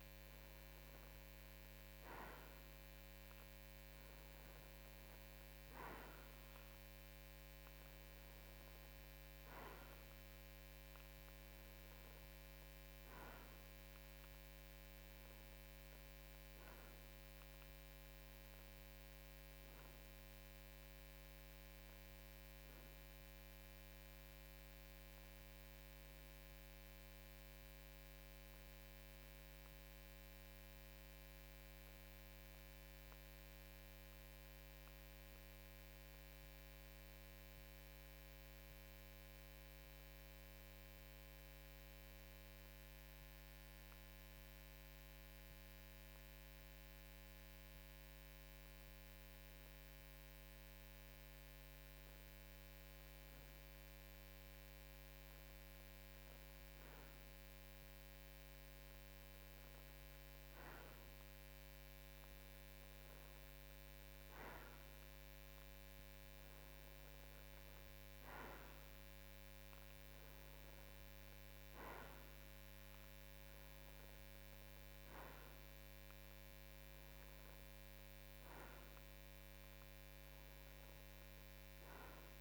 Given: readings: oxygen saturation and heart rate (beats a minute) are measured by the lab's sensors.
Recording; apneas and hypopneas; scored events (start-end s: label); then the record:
breathing in sleep, hard to hear, by a microphone on the trachea; 1
27.50-52.00 s: obstructive apnea (oxygen 93% before, 92% lowest, heart rate 54 before, 53 extreme, up 2 after)
55.00-59.50 s: arousal
From the record:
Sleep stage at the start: N2 (light sleep); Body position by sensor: on the right side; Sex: male